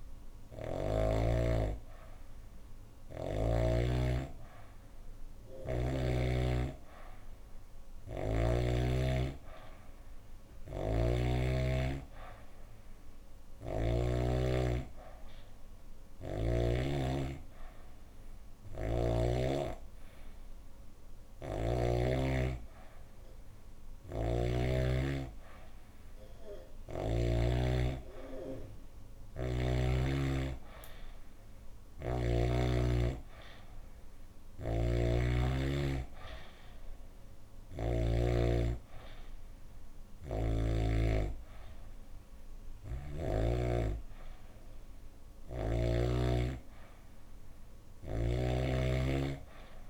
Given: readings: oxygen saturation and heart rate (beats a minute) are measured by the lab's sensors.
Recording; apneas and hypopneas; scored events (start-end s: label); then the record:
breathing in sleep by a room microphone; none
0.00-1.00 s: snoring (device-marked)
0.00-17.00 s: oxygen desaturation (device-marked, oxygen 91% lowest, heart rate 71 extreme)
13.00-16.50 s: snoring (device-marked)
23.50-27.00 s: snoring (device-marked)
34.00-38.00 s: snoring (device-marked)
From the record:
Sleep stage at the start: N2 (light sleep); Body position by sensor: on the back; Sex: female